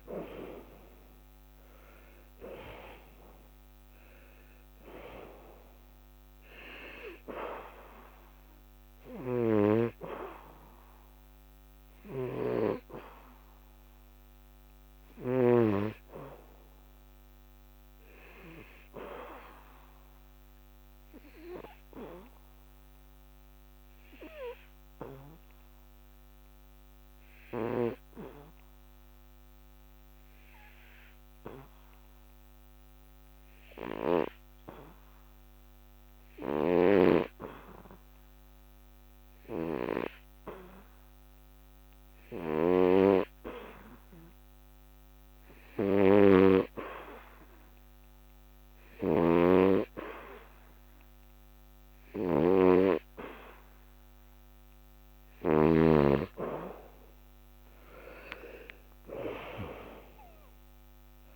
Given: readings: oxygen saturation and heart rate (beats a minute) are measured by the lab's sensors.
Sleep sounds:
breathing in sleep by a microphone on the trachea; 1
0.00-2.00 s: arousal
0.00-23.50 s: oxygen desaturation (device-marked, oxygen 88% lowest, heart rate 69 extreme)
20.00-45.00 s: obstructive apnea (oxygen 97% before, 88% lowest, heart rate 80 before, 69 extreme, up 3 after)
42.50-61.36 s: oxygen desaturation (device-marked, oxygen 97% before, 88% lowest, heart rate 72 before, 71 extreme)
47.50-50.50 s: arousal
From the record:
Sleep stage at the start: N2 (light sleep); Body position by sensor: on the back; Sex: male

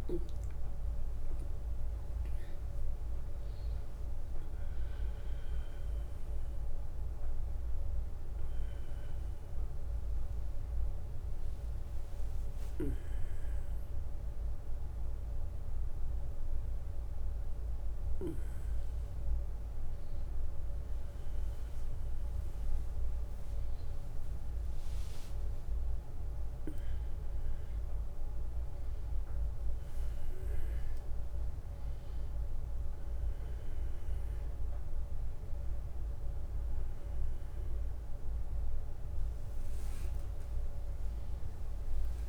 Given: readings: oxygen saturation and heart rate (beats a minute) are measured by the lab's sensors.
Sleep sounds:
a person awake in a sleep study, hard to hear, by a room microphone; none
none scored
From the record:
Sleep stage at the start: awake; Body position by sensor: on the back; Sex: male

